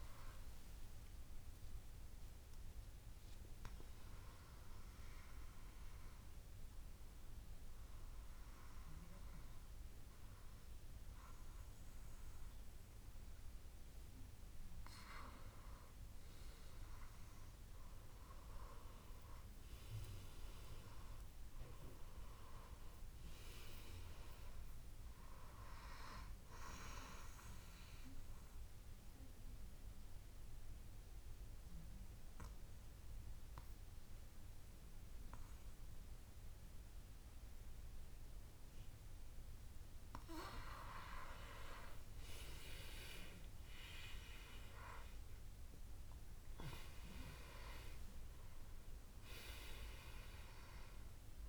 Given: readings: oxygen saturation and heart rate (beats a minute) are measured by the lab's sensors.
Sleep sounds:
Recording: breathing in sleep by a room microphone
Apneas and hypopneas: 2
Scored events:
2.50-15.00 s: hypopnea (oxygen 98% before, 92% lowest, heart rate 81 before, 68 extreme, up 7 after)
17.00-21.00 s: arousal
21.50-36.50 s: oxygen desaturation (device-marked, oxygen 97% before, 94% lowest, heart rate 73 before, 69 extreme)
28.00-40.50 s: mixed apnea (oxygen 98% before, 92% lowest, heart rate 72 before, 69 extreme, up 11 after)
44.00-47.00 s: arousal
47.50-51.49 s: oxygen desaturation (device-marked, oxygen 97% before, 92% lowest, heart rate 73 before, 69 extreme)
From the record:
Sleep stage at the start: N2 (light sleep)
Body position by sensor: on the back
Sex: male

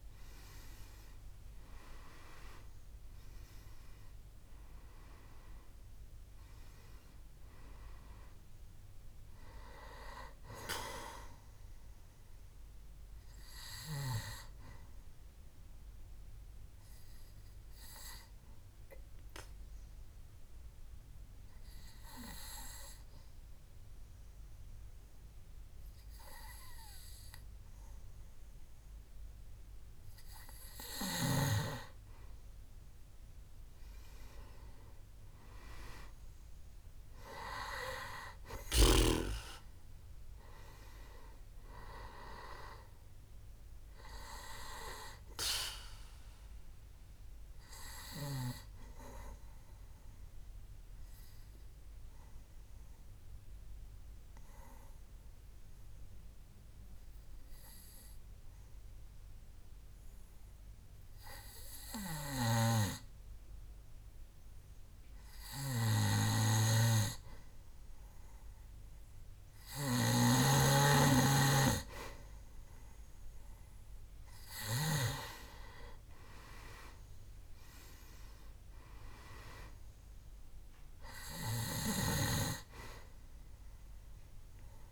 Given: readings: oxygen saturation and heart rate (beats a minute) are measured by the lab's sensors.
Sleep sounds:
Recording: breathing in sleep by a room microphone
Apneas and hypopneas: 2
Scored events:
0.00-4.00 s: arousal
0.50-26.50 s: oxygen desaturation (device-marked, oxygen 98% before, 91% lowest, heart rate 66 before, 64 extreme)
14.50-29.50 s: obstructive apnea (oxygen 98% before, 90% lowest, heart rate 70 before, 64 extreme, up 4 after)
33.00-36.00 s: arousal
39.50-60.50 s: oxygen desaturation (device-marked, oxygen 98% before, 92% lowest, heart rate 66 before, 65 extreme)
48.00-67.50 s: obstructive apnea (oxygen 98% before, 90% lowest, heart rate 67 before, 65 extreme, up 3 after)
70.00-75.50 s: snoring (device-marked)
71.00-74.00 s: arousal
74.50-84.92 s: oxygen desaturation (device-marked, oxygen 98% before, 90% lowest, heart rate 67 before, 63 extreme)
From the record:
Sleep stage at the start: N2 (light sleep)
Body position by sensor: on the back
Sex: male

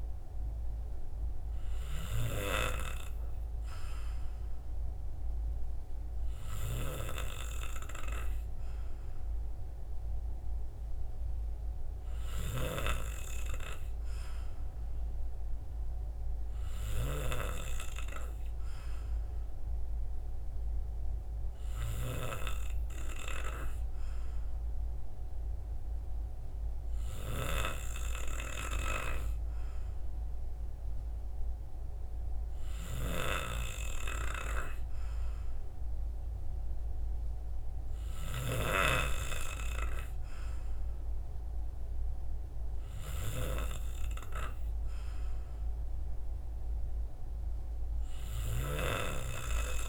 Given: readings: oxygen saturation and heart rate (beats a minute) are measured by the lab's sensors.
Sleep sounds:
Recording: breathing in sleep by a room microphone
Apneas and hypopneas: none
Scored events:
0.00-2.50 s: arousal
From the record:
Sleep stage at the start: N2 (light sleep)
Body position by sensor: on the right side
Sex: male

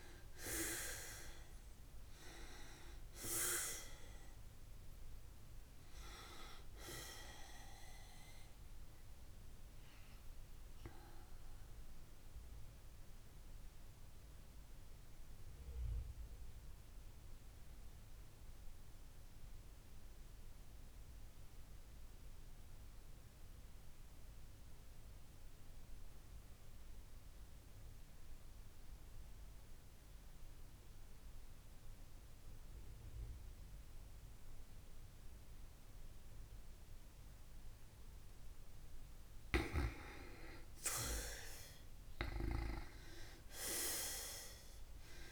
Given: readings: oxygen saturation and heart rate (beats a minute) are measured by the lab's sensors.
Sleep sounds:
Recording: breathing in sleep by a room microphone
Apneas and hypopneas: 1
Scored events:
0.00-38.00 s: oxygen desaturation (device-marked, oxygen 80% lowest, heart rate 52 extreme)
9.50-37.00 s: obstructive apnea (oxygen 97% before, 80% lowest, heart rate 57 before, 52 extreme, up 2 after)
39.00-44.00 s: arousal
From the record:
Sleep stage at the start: N2 (light sleep)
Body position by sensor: on the back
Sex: female

